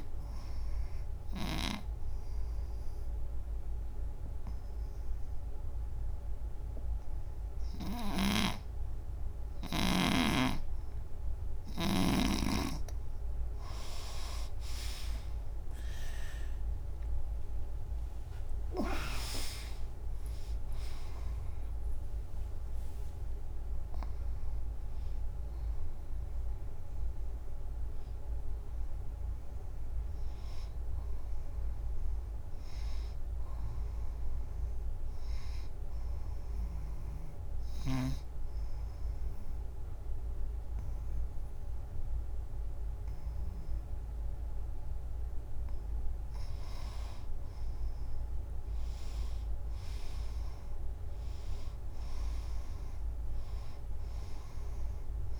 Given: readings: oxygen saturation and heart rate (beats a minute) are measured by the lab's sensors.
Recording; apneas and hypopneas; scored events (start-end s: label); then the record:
breathing in sleep by a room microphone; 2
0.50-13.00 s: obstructive apnea (oxygen 96% before, 83% lowest, heart rate 88 before, 74 extreme, up 7 after)
2.50-9.50 s: oxygen desaturation (device-marked, oxygen 93% before, 87% lowest, heart rate 90 before, 74 extreme)
8.00-12.00 s: snoring (device-marked)
15.50-21.50 s: arousal
15.50-32.50 s: oxygen desaturation (device-marked, oxygen 94% before, 83% lowest, heart rate 90 before, 72 extreme)
35.50-46.50 s: obstructive apnea (oxygen 94% before, 85% lowest, heart rate 92 before, 72 extreme, up 4 after)
49.00-52.00 s: arousal
From the record:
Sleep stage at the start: N2 (light sleep); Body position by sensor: on the front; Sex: female